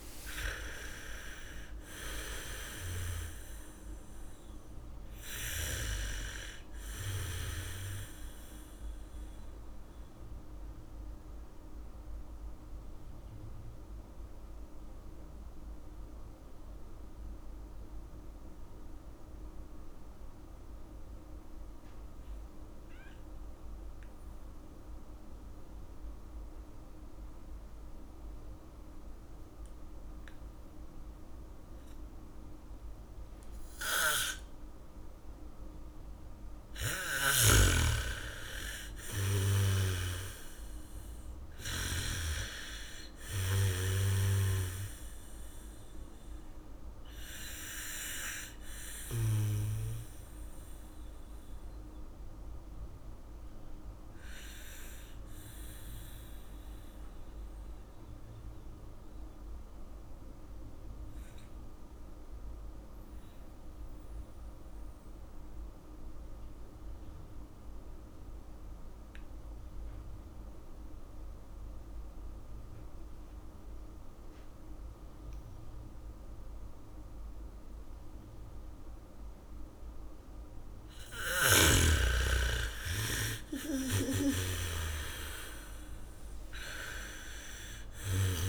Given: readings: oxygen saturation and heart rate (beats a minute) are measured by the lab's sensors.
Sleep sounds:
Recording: breathing in sleep by a room microphone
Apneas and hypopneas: 2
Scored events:
0.00-2.00 s: arousal
0.00-19.00 s: oxygen desaturation (device-marked, oxygen 84% lowest, heart rate 54 extreme)
10.00-37.00 s: mixed apnea (oxygen 98% before, 84% lowest, heart rate 71 before, 54 extreme, up 5 after)
30.00-59.00 s: oxygen desaturation (device-marked, oxygen 99% before, 84% lowest, heart rate 78 before, 54 extreme)
36.00-39.00 s: bradycardia (device-marked, heart rate 73 before, 63 extreme)
39.00-44.00 s: arousal
51.50-81.00 s: mixed apnea (oxygen 99% before, 83% lowest, heart rate 70 before, 40 extreme)
74.00-88.49 s: oxygen desaturation (device-marked, oxygen 99% before, 83% lowest, heart rate 76 before, 40 extreme)
78.00-86.00 s: bradycardia (device-marked, heart rate 74 before, 40 extreme)
81.50-88.49 s: snoring (device-marked)
82.50-87.00 s: arousal
From the record:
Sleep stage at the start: N2 (light sleep)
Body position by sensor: on the back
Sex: female

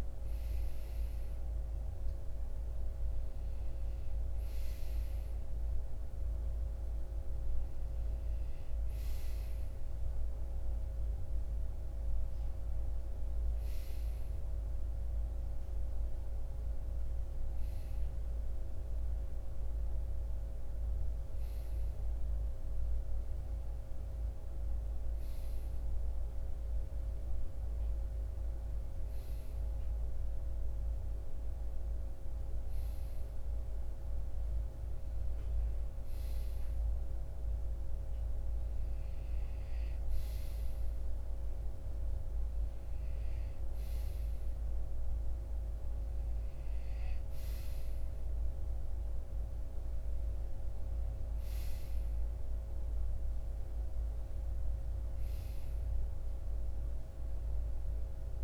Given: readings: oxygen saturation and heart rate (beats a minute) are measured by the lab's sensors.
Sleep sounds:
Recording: breathing in sleep, hard to hear, by a room microphone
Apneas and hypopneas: none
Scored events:
0.00-2.00 s: arousal
From the record:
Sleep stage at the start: REM sleep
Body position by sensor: on the right side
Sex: male

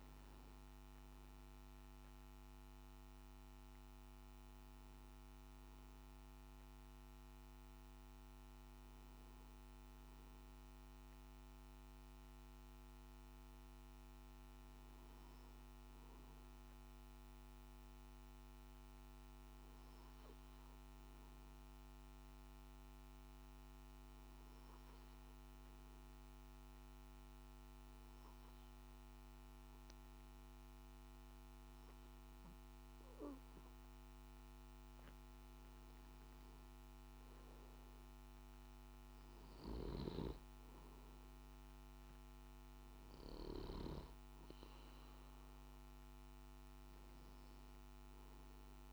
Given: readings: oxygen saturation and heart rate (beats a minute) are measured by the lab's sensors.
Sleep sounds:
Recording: breathing in sleep, hard to hear, by a microphone on the trachea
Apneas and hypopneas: 1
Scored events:
14.50-33.00 s: hypopnea (oxygen 97% before, 92% lowest, heart rate 56 before, 52 extreme, up 5 after)
From the record:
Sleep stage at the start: N1 (lightest sleep)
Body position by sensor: on the back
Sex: male

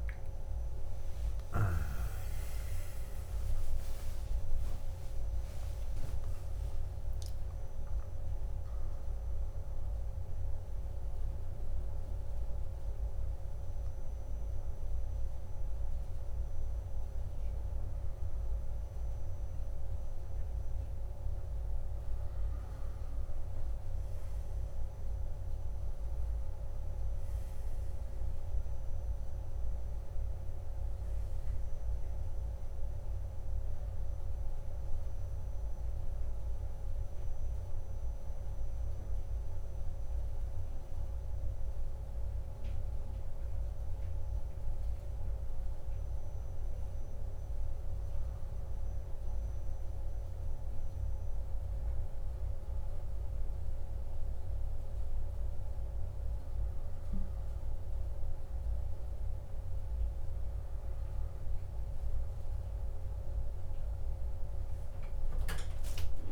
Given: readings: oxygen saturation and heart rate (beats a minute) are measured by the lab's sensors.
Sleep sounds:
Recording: a person awake in a sleep study, hard to hear, by a room microphone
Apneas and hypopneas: none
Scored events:
none scored
From the record:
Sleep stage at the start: awake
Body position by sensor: on the back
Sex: male

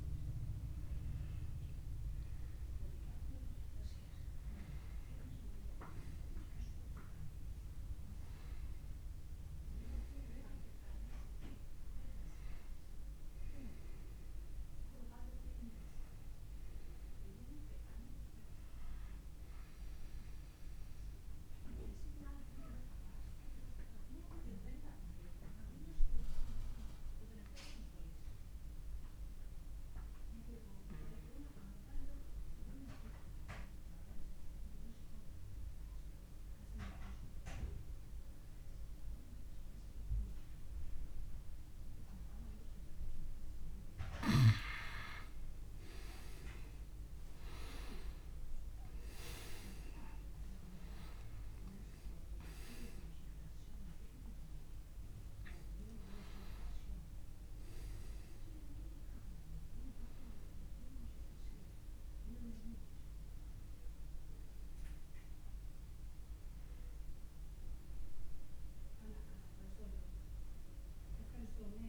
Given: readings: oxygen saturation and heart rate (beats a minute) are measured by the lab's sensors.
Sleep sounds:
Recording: breathing in sleep by a room microphone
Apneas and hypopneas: 1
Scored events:
20.50-43.00 s: obstructive apnea (oxygen 100% before, 92% lowest, heart rate 36 before, 35 extreme, up 4 after)
46.00-49.00 s: arousal
46.00-58.00 s: oxygen desaturation (device-marked, oxygen 98% before, 94% lowest, heart rate 54 before, 26 extreme)
60.00-71.89 s: oxygen desaturation (device-marked, oxygen 96% before, 92% lowest, heart rate 51 before, 26 extreme)
From the record:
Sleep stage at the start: N1 (lightest sleep)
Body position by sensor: on the back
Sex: male

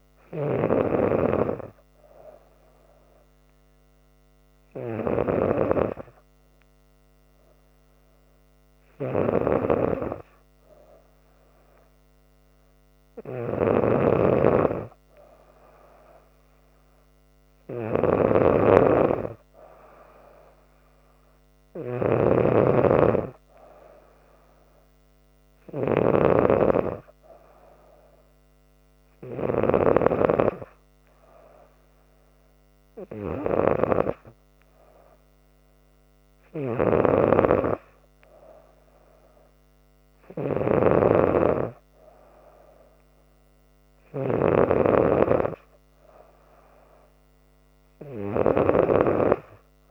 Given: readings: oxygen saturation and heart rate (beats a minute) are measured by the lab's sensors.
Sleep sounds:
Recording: breathing in sleep by a microphone on the trachea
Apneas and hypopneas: none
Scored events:
13.50-30.00 s: snoring (device-marked)
37.00-44.50 s: snoring (device-marked)
From the record:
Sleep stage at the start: N2 (light sleep)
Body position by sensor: on the back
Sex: female

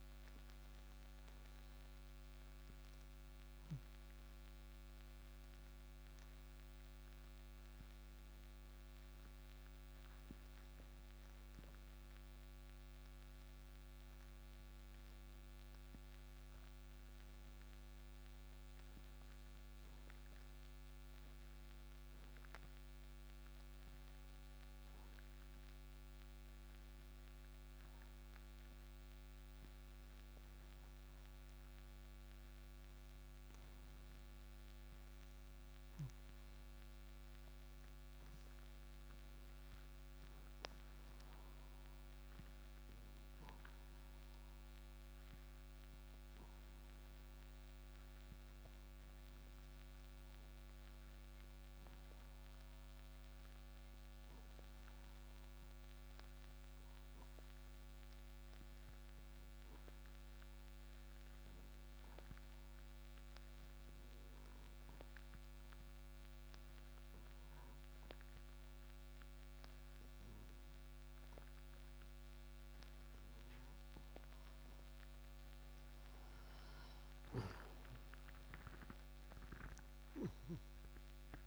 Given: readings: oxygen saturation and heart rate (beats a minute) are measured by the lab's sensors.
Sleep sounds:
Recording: breathing in sleep, hard to hear, by a microphone on the trachea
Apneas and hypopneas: 2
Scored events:
12.50-33.50 s: oxygen desaturation (device-marked, oxygen 96% before, 91% lowest, heart rate 62 before, 56 extreme)
15.50-29.50 s: obstructive apnea (oxygen 96% before, 91% lowest, heart rate 62 before, 56 extreme, up 9 after)
32.00-36.50 s: arousal
46.50-65.50 s: oxygen desaturation (device-marked, oxygen 97% before, 93% lowest, heart rate 61 before, 58 extreme)
54.00-73.50 s: obstructive apnea (oxygen 97% before, 86% lowest, heart rate 62 before, 58 extreme, up 6 after)
74.50-81.46 s: oxygen desaturation (device-marked, oxygen 97% before, 86% lowest)
77.00-81.46 s: arousal
From the record:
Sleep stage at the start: N2 (light sleep)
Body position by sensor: on the right side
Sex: male

